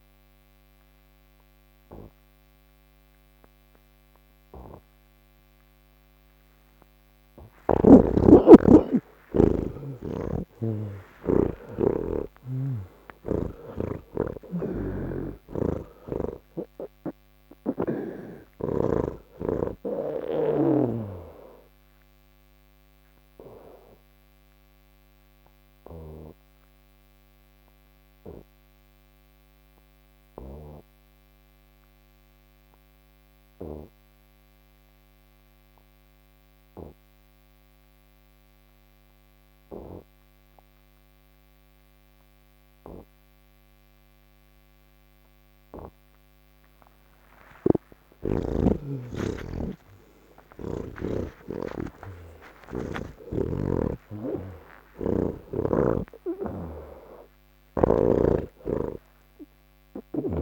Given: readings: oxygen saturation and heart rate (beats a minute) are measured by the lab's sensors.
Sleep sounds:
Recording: breathing in sleep by a microphone on the trachea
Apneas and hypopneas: none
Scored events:
0.00-8.50 s: oxygen desaturation (device-marked, oxygen 77% lowest, heart rate 71 extreme)
14.50-18.50 s: snoring (device-marked)
17.50-41.50 s: oxygen desaturation (device-marked, oxygen 86% before, 78% lowest, heart rate 81 before, 71 extreme)
47.00-50.50 s: snoring (device-marked)
50.50-60.42 s: new sleep stage, N1 (lightest sleep)
57.50-60.42 s: oxygen desaturation (device-marked, oxygen 87% before, 84% lowest, heart rate 96 before, 68 extreme)
From the record:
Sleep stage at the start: N3 (deep sleep)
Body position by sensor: on the back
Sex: male

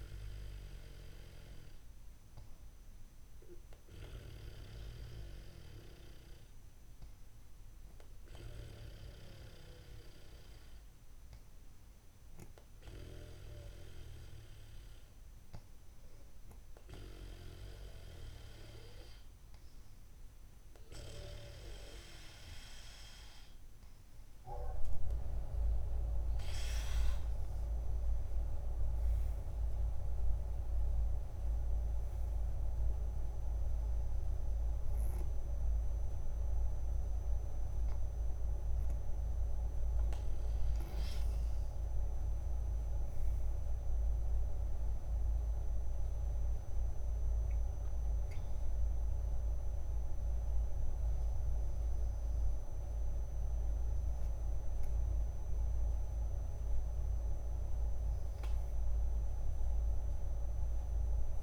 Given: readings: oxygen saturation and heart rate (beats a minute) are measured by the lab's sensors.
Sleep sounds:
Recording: breathing in sleep by a room microphone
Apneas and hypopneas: none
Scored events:
27.00-30.50 s: arousal
59.50-61.42 s: arousal
From the record:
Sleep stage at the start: N2 (light sleep)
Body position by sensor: on the back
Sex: female

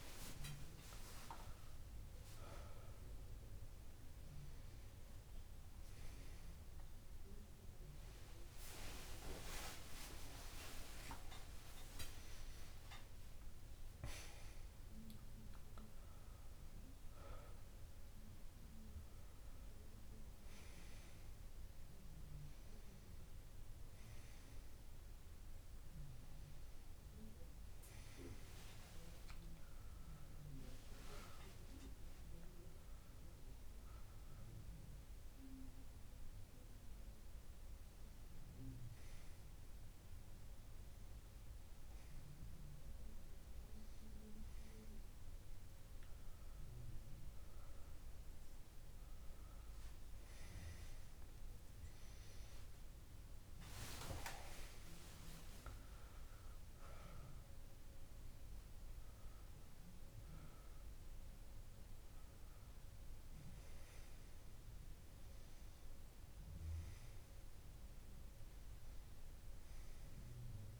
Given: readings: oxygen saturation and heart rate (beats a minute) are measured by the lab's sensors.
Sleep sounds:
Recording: a person awake in a sleep study, by a room microphone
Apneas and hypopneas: none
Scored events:
0.50-2.50 s: long interval between heartbeats (device-marked)
20.00-26.00 s: tachycardia (device-marked, heart rate 35 before, 131 extreme)
From the record:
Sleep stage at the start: awake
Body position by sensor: on the left side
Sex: male

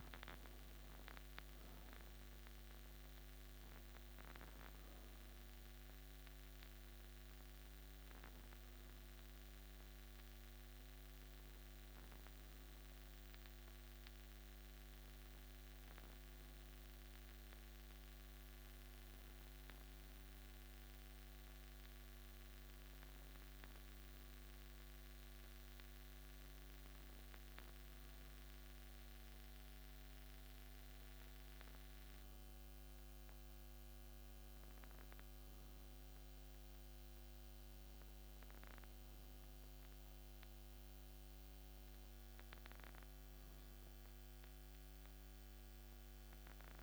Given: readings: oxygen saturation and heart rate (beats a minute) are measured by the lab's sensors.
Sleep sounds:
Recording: breathing in sleep, hard to hear, by a microphone on the trachea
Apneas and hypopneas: none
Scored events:
2.50-28.50 s: oxygen desaturation (device-marked, oxygen 97% before, 94% lowest)
From the record:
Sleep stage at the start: N2 (light sleep)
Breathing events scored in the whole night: 169 in 4.5 hours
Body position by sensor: on the back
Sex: male

